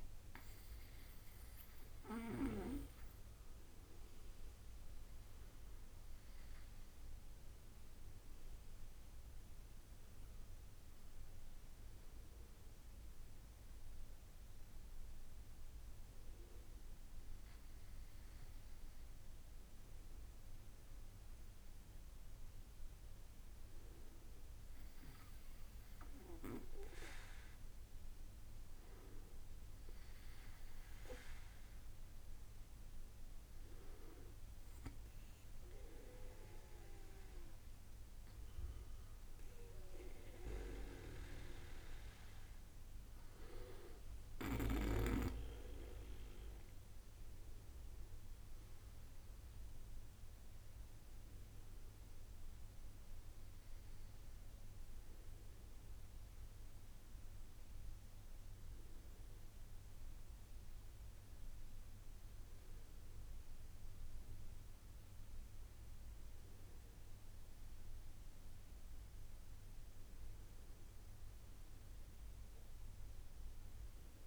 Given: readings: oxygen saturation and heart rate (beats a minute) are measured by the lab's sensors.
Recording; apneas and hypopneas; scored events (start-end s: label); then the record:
breathing in sleep by a room microphone; none
48.50-52.50 s: arousal
From the record:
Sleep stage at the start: N2 (light sleep); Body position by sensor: on the back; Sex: male